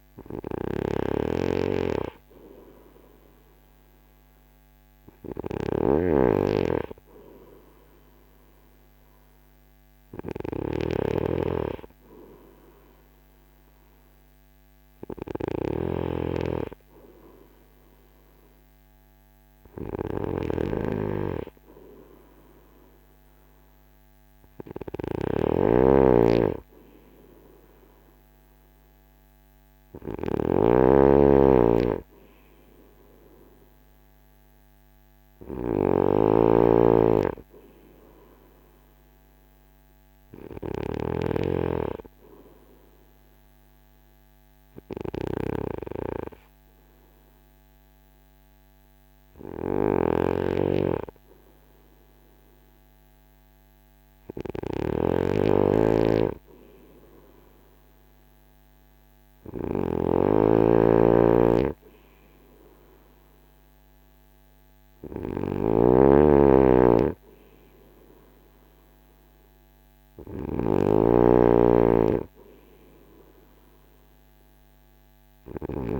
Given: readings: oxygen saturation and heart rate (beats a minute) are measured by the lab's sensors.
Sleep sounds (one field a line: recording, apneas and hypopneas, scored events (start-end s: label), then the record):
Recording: breathing in sleep by a microphone on the trachea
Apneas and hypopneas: none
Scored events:
0.00-76.00 s: snoring (device-marked)
From the record:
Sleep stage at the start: N2 (light sleep)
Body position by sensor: on the front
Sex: male